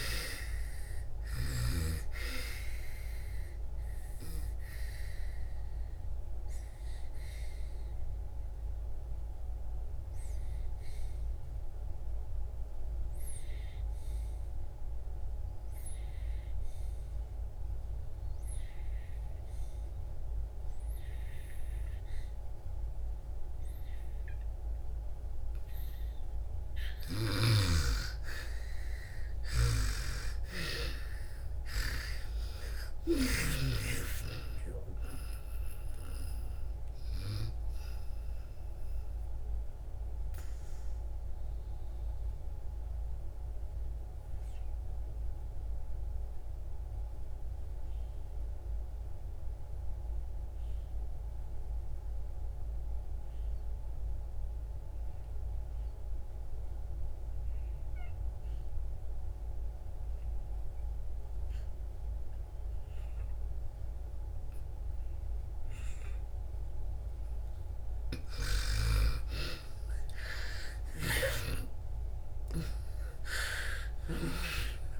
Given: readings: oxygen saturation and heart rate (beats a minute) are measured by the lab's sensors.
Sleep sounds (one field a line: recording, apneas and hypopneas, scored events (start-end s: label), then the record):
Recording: breathing in sleep by a room microphone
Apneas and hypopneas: 2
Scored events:
0.00-21.50 s: oxygen desaturation (device-marked, oxygen 82% lowest)
4.00-25.00 s: obstructive apnea (oxygen 98% before, 80% lowest)
29.00-33.00 s: snoring (device-marked)
29.50-55.50 s: oxygen desaturation (device-marked, oxygen 97% before, 81% lowest)
30.00-34.50 s: arousal
37.00-67.50 s: mixed apnea (oxygen 97% before, 76% lowest)
61.50-75.00 s: oxygen desaturation (device-marked, oxygen 95% before, 76% lowest)
69.50-74.50 s: arousal
From the record:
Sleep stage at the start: N2 (light sleep)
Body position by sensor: on the back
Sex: female